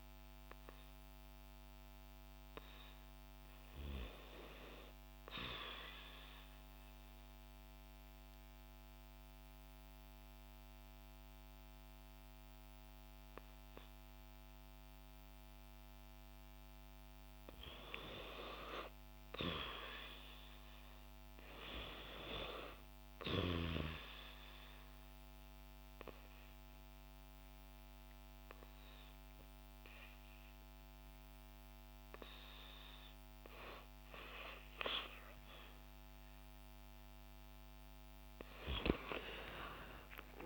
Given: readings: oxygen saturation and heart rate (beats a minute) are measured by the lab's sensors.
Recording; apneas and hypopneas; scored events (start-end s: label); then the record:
breathing in sleep by a microphone on the trachea; 2
6.00-17.00 s: obstructive apnea (oxygen 95% before, 87% lowest, heart rate 65 before, 60 extreme, up 4 after)
15.50-37.50 s: oxygen desaturation (device-marked, oxygen 95% before, 87% lowest, heart rate 61 before, 63 extreme)
19.00-22.00 s: arousal
23.50-34.00 s: obstructive apnea (oxygen 95% before, 87% lowest, heart rate 61 before, 63 extreme, up 15 after)
38.00-40.46 s: arousal
From the record:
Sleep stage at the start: REM sleep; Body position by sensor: on the back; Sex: female